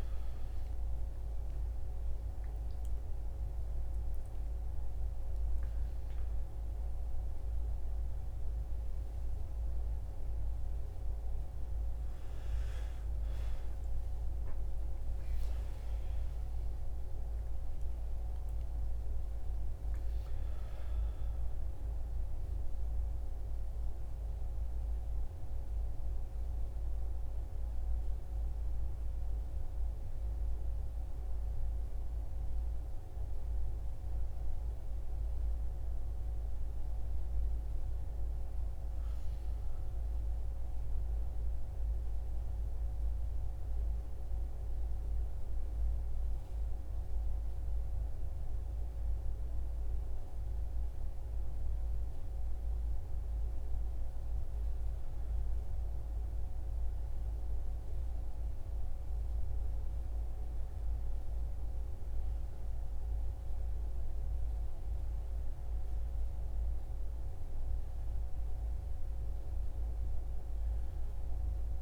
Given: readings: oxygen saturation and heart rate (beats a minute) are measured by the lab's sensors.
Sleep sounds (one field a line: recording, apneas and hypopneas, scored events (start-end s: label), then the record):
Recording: breathing in sleep, hard to hear, by a room microphone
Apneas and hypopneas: 2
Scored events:
0.00-2.50 s: arousal
17.50-21.00 s: arousal
25.00-37.50 s: mixed apnea (oxygen 97% before, 95% lowest, heart rate 91 before, 63 extreme, up 1 after)
36.50-71.82 s: new sleep stage, REM sleep
40.00-44.00 s: arousal
49.00-60.50 s: hypopnea (oxygen 98% before, 94% lowest, heart rate 69 before, 63 extreme, up 3 after)
63.00-66.50 s: arousal
From the record:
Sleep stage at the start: N1 (lightest sleep)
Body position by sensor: on the back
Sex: male